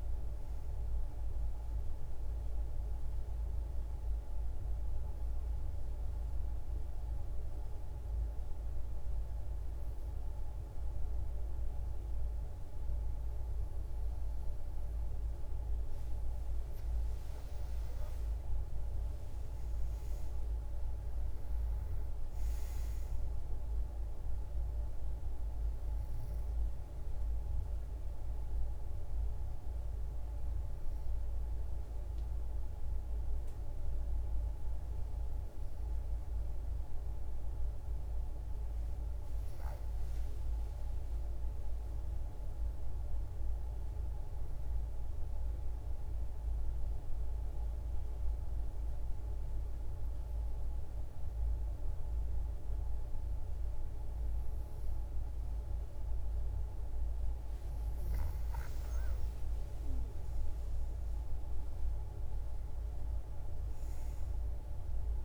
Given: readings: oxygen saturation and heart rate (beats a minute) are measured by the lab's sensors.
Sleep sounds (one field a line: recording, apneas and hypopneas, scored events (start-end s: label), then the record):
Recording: breathing in sleep, hard to hear, by a room microphone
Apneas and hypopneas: 3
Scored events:
2.00-15.00 s: obstructive apnea (oxygen 96% before, 90% lowest, heart rate 183 before, 162 extreme, up 35 after)
2.50-11.50 s: oxygen desaturation (device-marked, oxygen 96% before, 93% lowest, heart rate 183 before, 162 extreme)
17.00-20.00 s: arousal
23.50-42.50 s: oxygen desaturation (device-marked, oxygen 95% before, 90% lowest, heart rate 188 before, 138 extreme)
26.50-38.00 s: hypopnea (oxygen 96% before, 90% lowest, heart rate 189 before, 138 extreme, up 33 after)
39.50-43.50 s: arousal
46.50-57.50 s: hypopnea (oxygen 97% before, 93% lowest, heart rate 182 before, 138 extreme)
58.50-63.50 s: arousal
From the record:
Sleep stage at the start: N2 (light sleep)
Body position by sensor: on the back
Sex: female